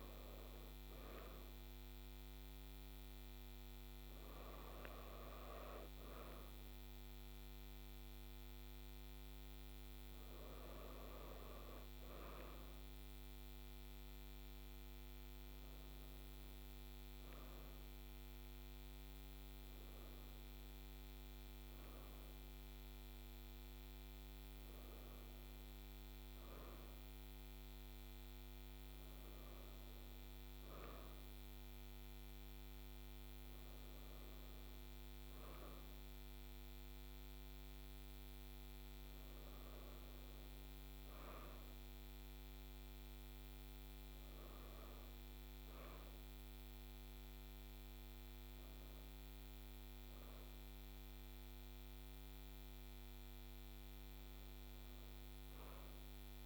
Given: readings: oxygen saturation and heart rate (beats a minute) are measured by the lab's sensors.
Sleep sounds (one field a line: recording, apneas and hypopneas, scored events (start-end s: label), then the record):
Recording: breathing in sleep, hard to hear, by a microphone on the trachea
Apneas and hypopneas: none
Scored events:
none scored
From the record:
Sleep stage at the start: N2 (light sleep)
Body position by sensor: on the right side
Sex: female